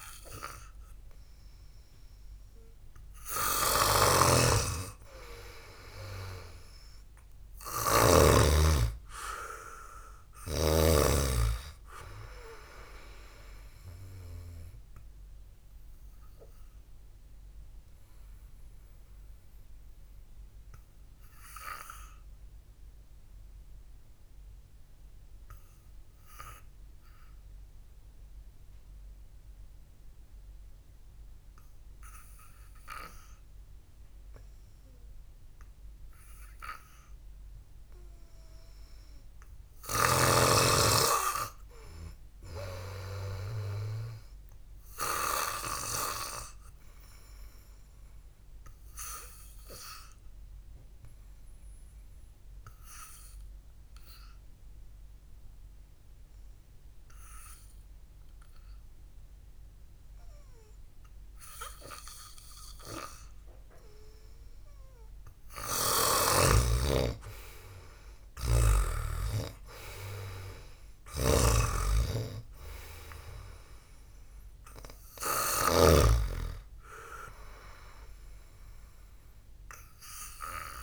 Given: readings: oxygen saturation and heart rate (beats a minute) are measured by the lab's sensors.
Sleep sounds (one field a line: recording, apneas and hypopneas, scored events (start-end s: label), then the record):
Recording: breathing in sleep by a room microphone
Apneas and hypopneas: 2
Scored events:
4.00-8.50 s: snoring (device-marked)
16.50-35.00 s: obstructive apnea (oxygen 98% before, 93% lowest, heart rate 58 before, 50 extreme, up 1 after)
37.00-40.00 s: arousal
47.50-63.50 s: obstructive apnea (oxygen 97% before, 93% lowest, heart rate 60 before, 53 extreme, up 1 after)
66.50-69.50 s: arousal
71.00-76.00 s: snoring (device-marked)
From the record:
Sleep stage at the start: N2 (light sleep)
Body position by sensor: on the back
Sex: male